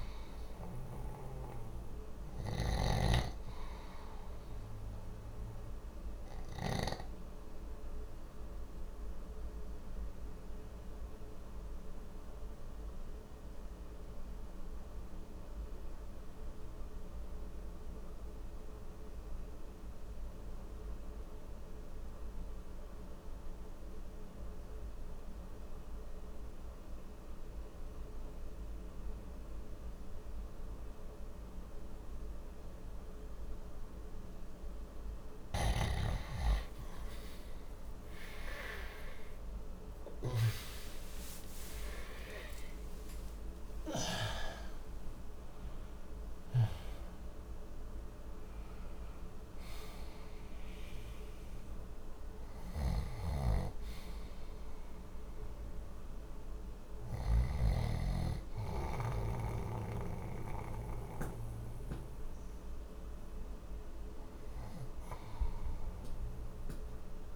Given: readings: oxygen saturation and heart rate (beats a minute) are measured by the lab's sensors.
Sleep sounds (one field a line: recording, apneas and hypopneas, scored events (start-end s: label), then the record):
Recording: breathing in sleep by a room microphone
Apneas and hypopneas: 1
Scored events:
0.00-2.50 s: snoring (device-marked)
4.00-32.50 s: obstructive apnea (oxygen 96% before, 89% lowest, heart rate 64 before, 60 extreme, up 0 after)
35.50-41.50 s: arousal
41.00-52.00 s: oxygen desaturation (device-marked, oxygen 97% before, 92% lowest, heart rate 60 before, 59 extreme)
52.50-57.00 s: snoring (device-marked)
63.00-67.36 s: oxygen desaturation (device-marked, oxygen 93% before, 89% lowest, heart rate 68 before, 60 extreme)
From the record:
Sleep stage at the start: REM sleep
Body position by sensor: on the back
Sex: male